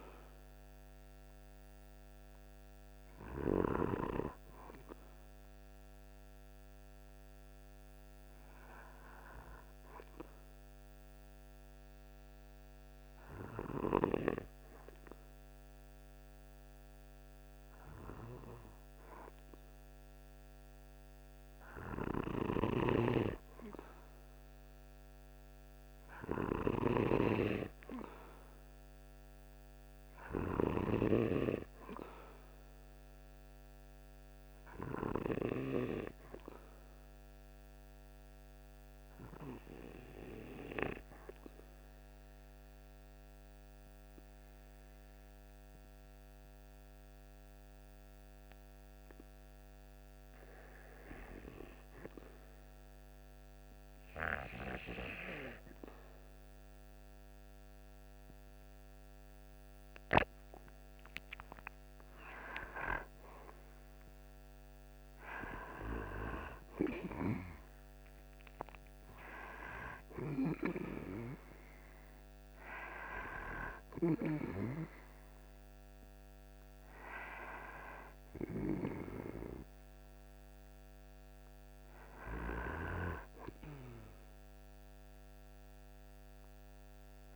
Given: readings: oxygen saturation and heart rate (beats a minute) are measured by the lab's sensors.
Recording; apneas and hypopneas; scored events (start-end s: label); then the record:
breathing in sleep by a microphone on the trachea; 2
5.50-20.50 s: hypopnea (oxygen 95% before, 95% lowest, heart rate 50 before, 48 extreme, up 2 after)
22.00-31.00 s: snoring (device-marked)
23.50-28.50 s: arousal
37.50-50.50 s: obstructive apnea (oxygen 97% before, 94% lowest, heart rate 49 before, 46 extreme, up 3 after)
61.00-66.00 s: arousal
From the record:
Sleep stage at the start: N2 (light sleep); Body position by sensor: on the right side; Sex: male